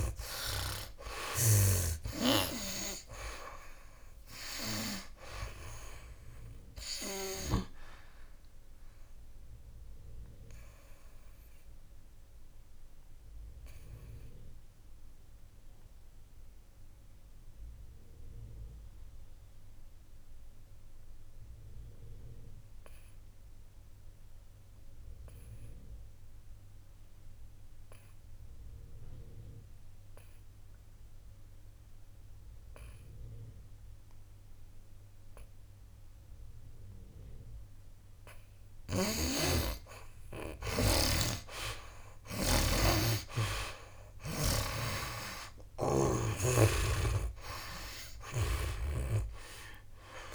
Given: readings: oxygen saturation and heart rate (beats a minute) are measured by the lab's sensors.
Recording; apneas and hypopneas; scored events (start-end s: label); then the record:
breathing in sleep by a room microphone; 1
0.00-2.00 s: snoring (device-marked)
0.00-31.50 s: oxygen desaturation (device-marked, oxygen 70% lowest, heart rate 59 extreme)
9.50-38.50 s: obstructive apnea (oxygen 97% before, 70% lowest, heart rate 72 before, 59 extreme, up 13 after)
37.50-50.35 s: oxygen desaturation (device-marked, oxygen 97% before, 70% lowest, heart rate 60 before, 60 extreme)
39.00-50.35 s: snoring (device-marked)
42.00-45.00 s: arousal
From the record:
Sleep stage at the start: N2 (light sleep); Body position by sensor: on the back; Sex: male